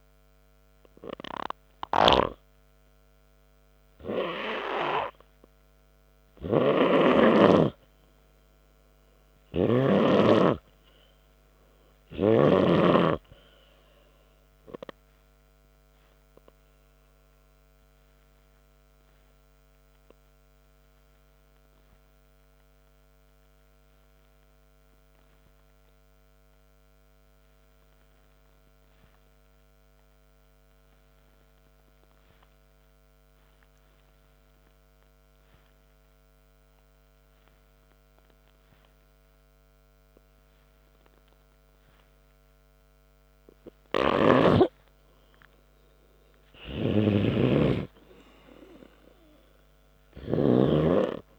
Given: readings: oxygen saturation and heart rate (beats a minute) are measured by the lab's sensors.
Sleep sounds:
breathing in sleep by a microphone on the trachea; 1
0.00-1.50 s: arousal
2.50-10.50 s: snoring (device-marked)
18.00-43.00 s: obstructive apnea (oxygen 100% before, 90% lowest, heart rate 62 before, 58 extreme, up 6 after)
30.00-51.00 s: oxygen desaturation (device-marked, oxygen 98% before, 90% lowest, heart rate 68 before, 58 extreme)
44.00-47.50 s: arousal
44.50-51.00 s: snoring (device-marked)
From the record:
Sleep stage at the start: N2 (light sleep); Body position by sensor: on the back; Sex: male

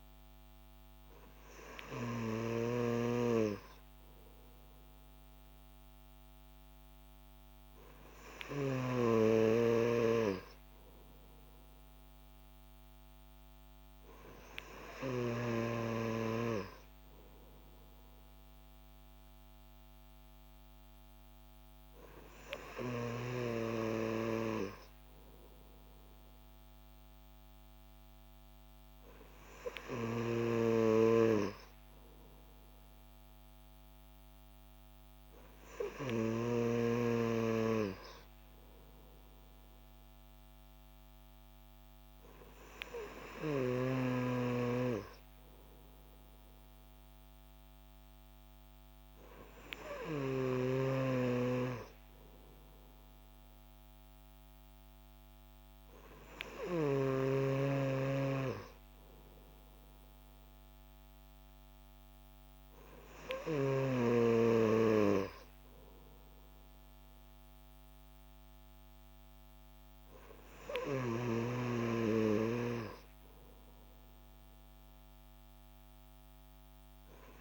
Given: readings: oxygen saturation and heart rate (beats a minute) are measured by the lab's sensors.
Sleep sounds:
breathing in sleep by a microphone on the trachea; none
none scored
From the record:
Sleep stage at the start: N3 (deep sleep); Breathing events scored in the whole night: 253 in 7.0 hours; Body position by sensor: on the back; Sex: male

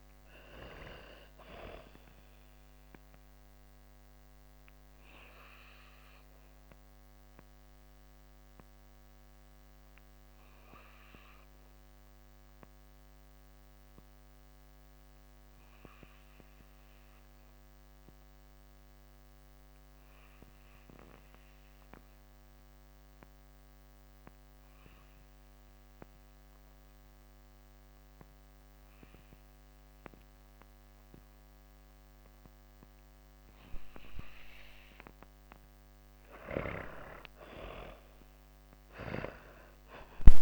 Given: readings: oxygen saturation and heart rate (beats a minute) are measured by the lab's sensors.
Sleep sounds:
breathing in sleep by a microphone on the trachea; 1
0.00-16.00 s: oxygen desaturation (device-marked, oxygen 82% lowest)
2.50-32.00 s: obstructive apnea (oxygen 97% before, 82% lowest)
29.00-40.42 s: oxygen desaturation (device-marked, oxygen 99% before, 85% lowest)
35.50-39.50 s: arousal
From the record:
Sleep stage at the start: N2 (light sleep); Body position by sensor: on the back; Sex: female

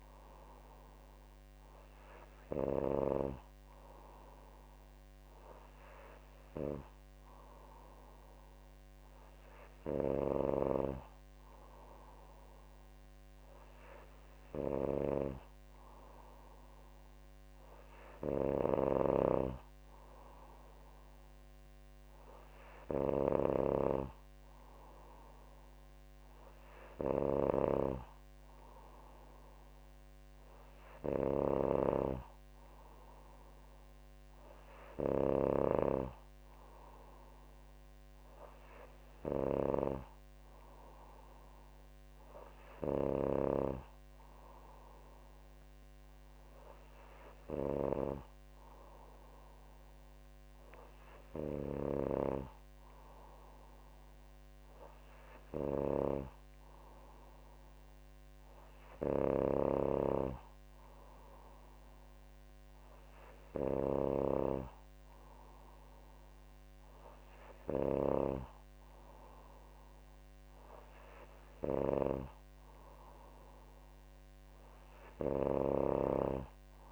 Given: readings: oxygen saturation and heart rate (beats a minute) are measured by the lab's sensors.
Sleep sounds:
breathing in sleep by a microphone on the trachea; none
none scored
From the record:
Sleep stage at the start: N3 (deep sleep); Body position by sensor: on the back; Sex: female

